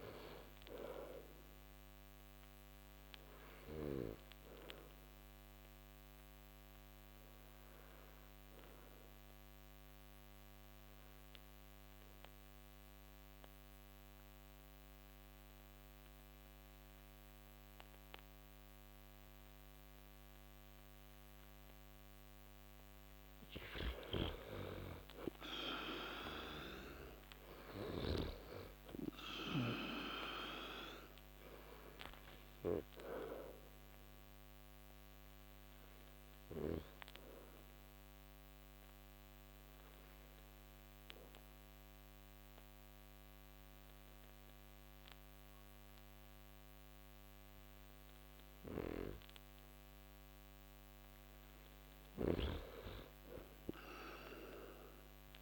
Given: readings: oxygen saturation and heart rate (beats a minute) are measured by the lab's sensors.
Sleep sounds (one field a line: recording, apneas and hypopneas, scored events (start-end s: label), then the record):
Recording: breathing in sleep by a microphone on the trachea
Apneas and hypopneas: 2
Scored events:
1.00-24.00 s: oxygen desaturation (device-marked, oxygen 97% before, 90% lowest)
3.50-21.50 s: obstructive apnea (oxygen 97% before, 88% lowest)
24.00-28.00 s: arousal
33.50-50.50 s: obstructive apnea (oxygen 98% before, 88% lowest)
35.00-53.00 s: oxygen desaturation (device-marked, oxygen 98% before, 88% lowest)
53.00-55.42 s: arousal
From the record:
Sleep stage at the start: N2 (light sleep)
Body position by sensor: on the back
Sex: male